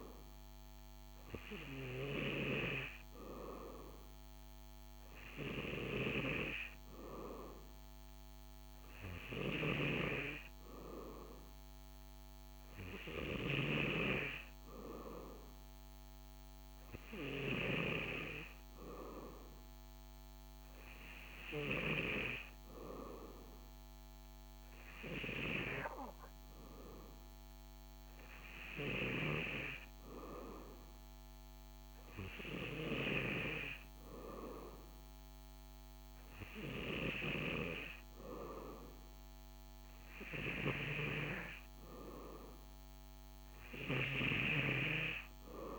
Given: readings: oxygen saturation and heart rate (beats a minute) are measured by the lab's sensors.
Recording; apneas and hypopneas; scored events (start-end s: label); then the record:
breathing in sleep by a microphone on the trachea; none
none scored
From the record:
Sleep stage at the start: N2 (light sleep); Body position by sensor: on the back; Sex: male